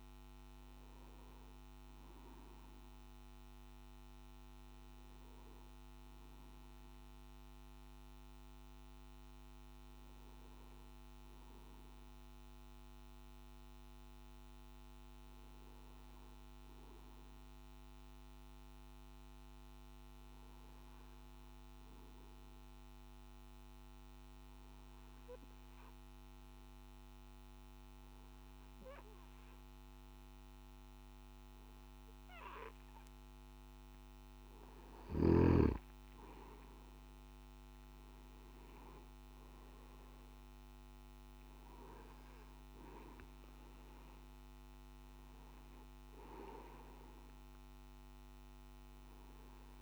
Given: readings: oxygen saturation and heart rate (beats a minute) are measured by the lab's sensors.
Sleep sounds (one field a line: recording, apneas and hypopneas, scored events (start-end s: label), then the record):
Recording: breathing in sleep, hard to hear, by a microphone on the trachea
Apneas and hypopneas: 1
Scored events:
19.50-33.00 s: obstructive apnea (oxygen 98% before, 93% lowest, heart rate 54 before, 53 extreme, up 5 after)
From the record:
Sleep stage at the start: N1 (lightest sleep)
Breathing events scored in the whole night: 225 in 4.0 hours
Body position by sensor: on the back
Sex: male